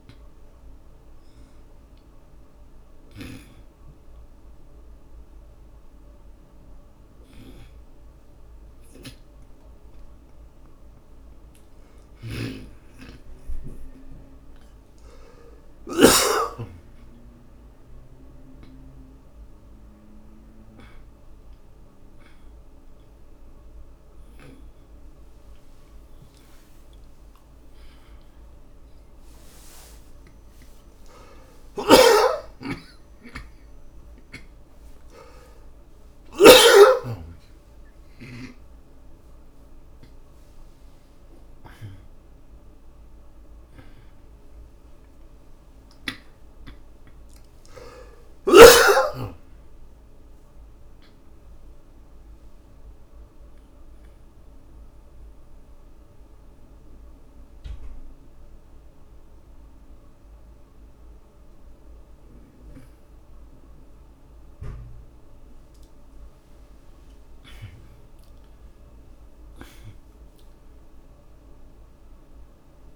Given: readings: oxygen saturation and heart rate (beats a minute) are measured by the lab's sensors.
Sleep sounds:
a person partly awake in a sleep study, by a room microphone; 1
0.00-3.50 s: snoring (device-marked)
12.00-16.50 s: snoring (device-marked)
25.00-37.00 s: oxygen desaturation (device-marked, oxygen 95% before, 87% lowest, heart rate 69 before, 28 extreme)
34.00-72.96 s: new sleep stage, N1 (lightest sleep)
42.00-54.00 s: oxygen desaturation (device-marked, oxygen 94% before, 89% lowest)
54.50-68.00 s: obstructive apnea (oxygen 94% before, 82% lowest)
68.50-72.96 s: arousal
From the record:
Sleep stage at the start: awake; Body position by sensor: on the back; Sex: male

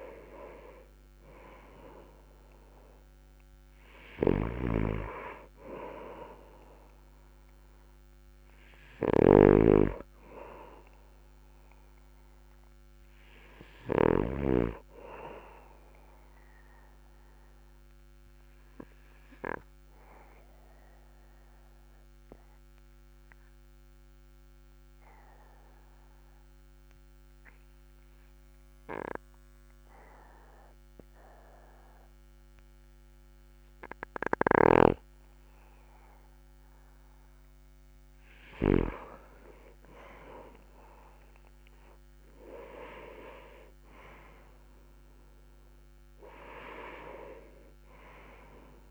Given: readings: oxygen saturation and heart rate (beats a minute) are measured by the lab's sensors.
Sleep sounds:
breathing in sleep by a microphone on the trachea; 1
17.50-37.00 s: obstructive apnea (oxygen 98% before, 94% lowest, heart rate 50 before, 39 extreme, up 9 after)
39.00-42.50 s: arousal
From the record:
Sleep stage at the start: N2 (light sleep); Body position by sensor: on the back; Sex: male

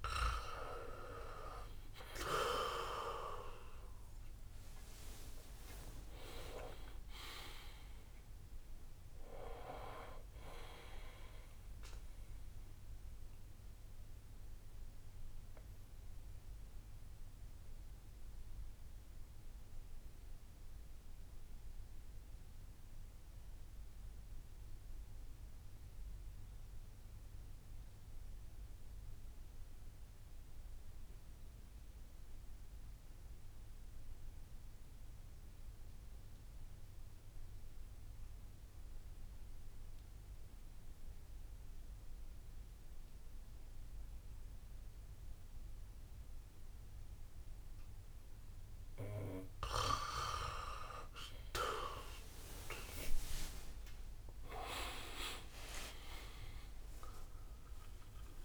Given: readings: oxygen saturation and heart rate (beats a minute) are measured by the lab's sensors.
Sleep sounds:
breathing in sleep by a room microphone; 1
0.00-24.00 s: oxygen desaturation (device-marked, oxygen 99% before, 89% lowest, heart rate 59 before, 52 extreme)
2.50-8.00 s: arousal
3.00-14.00 s: drop in pulse transit time (device-marked, heart rate 60 before, 65 extreme)
5.00-7.00 s: long interval between heartbeats (device-marked, heart rate 61 before, 83 extreme)
7.50-9.50 s: long interval between heartbeats (device-marked, heart rate 63 before, 95 extreme)
11.00-29.00 s: bradycardia (device-marked, heart rate 65 before, 52 extreme)
13.00-49.00 s: obstructive apnea (oxygen 99% before, 86% lowest, heart rate 73 before, 53 extreme, up 30 after)
31.00-34.00 s: bradycardia (device-marked, heart rate 65 before, 59 extreme)
35.00-37.00 s: bradycardia (device-marked, heart rate 65 before, 59 extreme)
39.00-58.45 s: oxygen desaturation (device-marked, oxygen 99% before, 86% lowest, heart rate 57 before, 53 extreme)
45.00-48.00 s: bradycardia (device-marked, heart rate 65 before, 59 extreme)
52.00-57.50 s: arousal
54.50-56.50 s: long interval between heartbeats (device-marked, heart rate 60 before, 80 extreme)
56.00-58.00 s: tachycardia (device-marked, heart rate 65 before, 90 extreme)
56.00-58.45 s: drop in pulse transit time (device-marked, heart rate 62 before, 58 extreme)
From the record:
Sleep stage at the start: N2 (light sleep); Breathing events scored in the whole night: 279 in 3.7 hours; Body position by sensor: on the back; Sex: male

